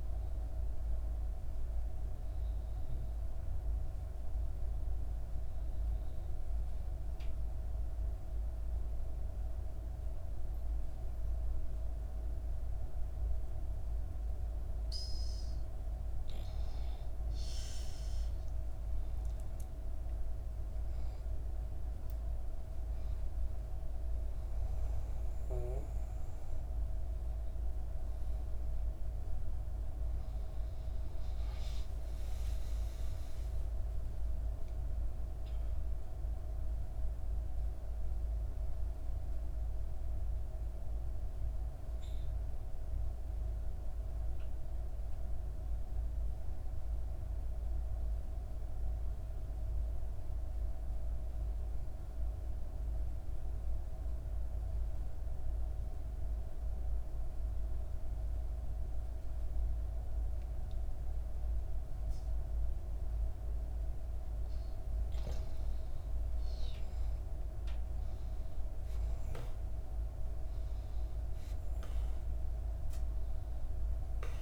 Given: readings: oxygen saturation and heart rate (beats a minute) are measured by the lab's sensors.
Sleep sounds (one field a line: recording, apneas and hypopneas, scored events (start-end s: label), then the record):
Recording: breathing in sleep, hard to hear, by a room microphone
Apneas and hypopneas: 2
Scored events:
0.00-6.00 s: oxygen desaturation (device-marked, oxygen 92% lowest, heart rate 57 extreme)
3.50-15.50 s: obstructive apnea (oxygen 97% before, 91% lowest, heart rate 60 before, 58 extreme, up 8 after)
19.50-24.00 s: arousal
22.00-38.00 s: oxygen desaturation (device-marked, oxygen 96% before, 91% lowest, heart rate 60 before, 58 extreme)
39.50-65.00 s: obstructive apnea (oxygen 96% before, 89% lowest, heart rate 66 before, 58 extreme, up 7 after)
63.00-74.42 s: oxygen desaturation (device-marked, oxygen 99% before, 89% lowest, heart rate 59 before, 58 extreme)
66.50-69.50 s: arousal
From the record:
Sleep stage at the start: N2 (light sleep)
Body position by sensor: on the back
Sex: female